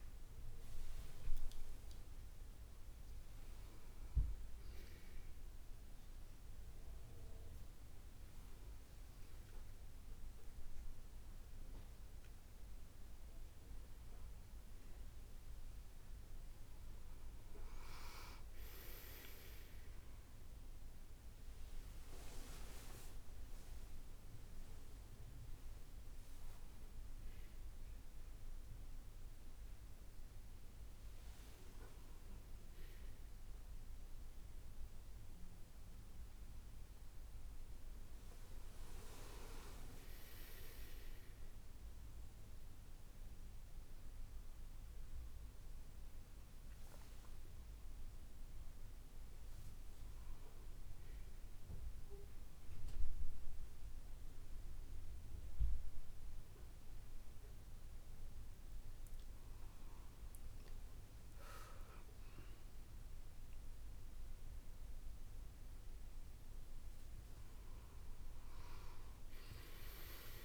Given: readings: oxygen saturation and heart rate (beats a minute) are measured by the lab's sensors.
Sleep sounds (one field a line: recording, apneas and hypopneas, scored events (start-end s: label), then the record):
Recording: a person awake in a sleep study, by a room microphone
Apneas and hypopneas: none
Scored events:
none scored
From the record:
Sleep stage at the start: awake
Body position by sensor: on the back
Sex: female